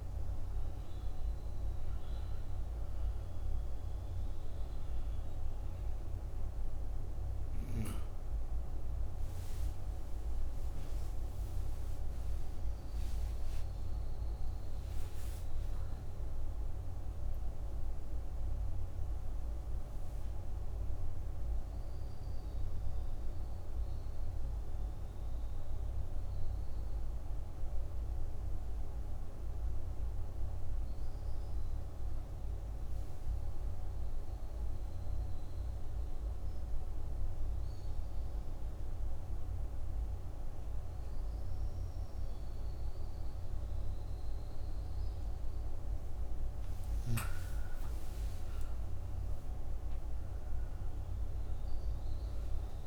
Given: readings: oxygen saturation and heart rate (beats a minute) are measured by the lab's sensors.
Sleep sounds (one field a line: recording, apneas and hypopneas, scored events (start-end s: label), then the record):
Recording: breathing in sleep, hard to hear, by a room microphone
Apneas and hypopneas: 1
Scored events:
2.50-22.50 s: oxygen desaturation (device-marked, oxygen 96% before, 89% lowest)
12.50-17.00 s: arousal
20.00-45.50 s: obstructive apnea (oxygen 96% before, 89% lowest)
47.50-52.87 s: oxygen desaturation (device-marked, oxygen 99% before, 92% lowest)
48.50-52.87 s: arousal
From the record:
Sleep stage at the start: N2 (light sleep)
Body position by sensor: on the right side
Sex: female